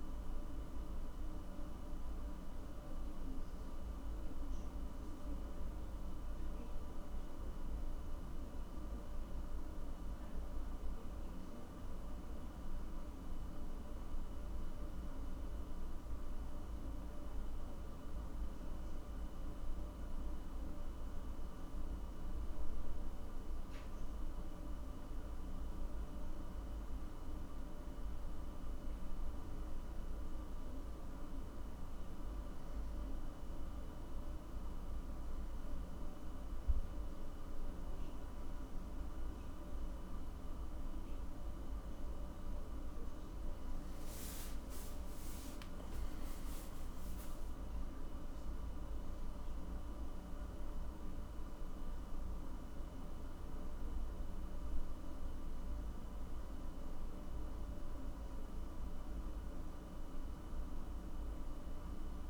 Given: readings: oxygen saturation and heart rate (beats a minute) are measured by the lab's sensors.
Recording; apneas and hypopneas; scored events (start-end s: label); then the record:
a person awake in a sleep study, hard to hear, by a room microphone; none
none scored
From the record:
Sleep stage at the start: awake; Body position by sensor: on the back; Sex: male